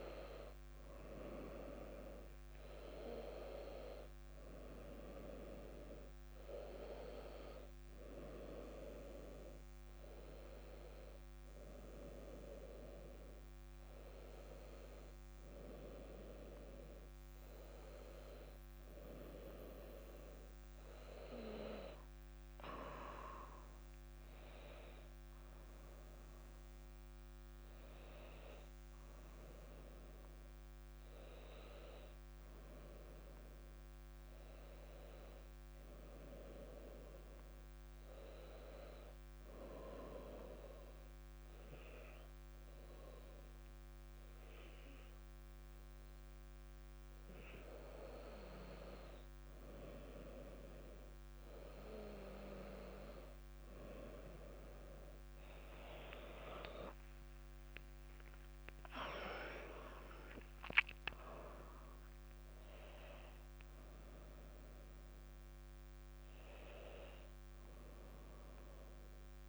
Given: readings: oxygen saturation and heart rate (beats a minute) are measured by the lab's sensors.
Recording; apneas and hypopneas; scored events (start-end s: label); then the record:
breathing in sleep by a microphone on the trachea; 1
37.50-48.50 s: hypopnea (oxygen 98% before, 95% lowest, heart rate 60 before, 58 extreme, up 3 after)
56.00-61.00 s: arousal
58.00-68.00 s: drop in pulse transit time (device-marked, heart rate 59 before, 64 extreme)
From the record:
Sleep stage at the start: N2 (light sleep); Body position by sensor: on the back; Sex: female